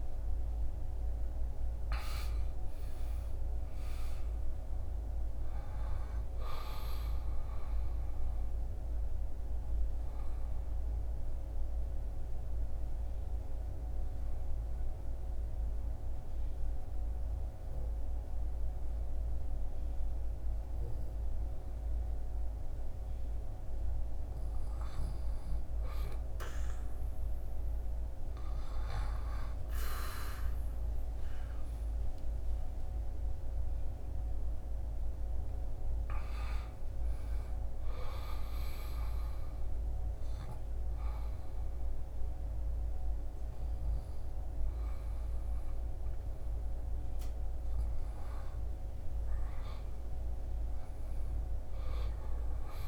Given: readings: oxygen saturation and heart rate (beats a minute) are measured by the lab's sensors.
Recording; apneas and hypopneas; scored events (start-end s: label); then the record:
breathing in sleep, hard to hear, by a room microphone; 2
0.00-2.00 s: arousal
8.50-23.50 s: obstructive apnea (oxygen 99% before, 95% lowest, heart rate 79 before, 69 extreme, up 8 after)
26.50-31.50 s: arousal
38.00-48.50 s: hypopnea (oxygen 99% before, 95% lowest, heart rate 78 before, 69 extreme, up 6 after)
49.50-52.88 s: arousal
From the record:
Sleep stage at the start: N2 (light sleep); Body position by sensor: on the back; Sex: male